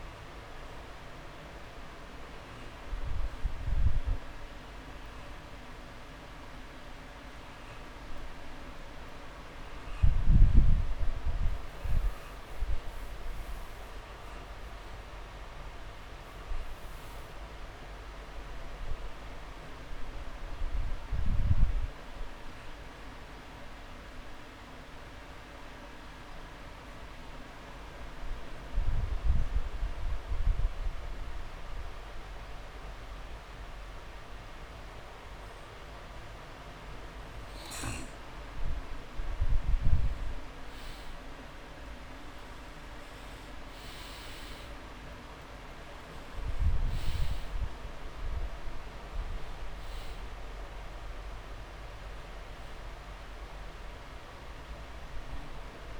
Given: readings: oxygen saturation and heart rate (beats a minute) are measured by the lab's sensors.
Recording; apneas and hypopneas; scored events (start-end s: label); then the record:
breathing in sleep, hard to hear, by a room microphone; 1
16.00-19.50 s: arousal
23.50-38.50 s: obstructive apnea (oxygen 99% before, 89% lowest)
26.00-30.00 s: drop in pulse transit time (device-marked)
41.00-45.00 s: arousal
48.00-56.00 s: oxygen desaturation (device-marked, oxygen 96% before, 89% lowest)
From the record:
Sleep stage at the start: N2 (light sleep); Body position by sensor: on the back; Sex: male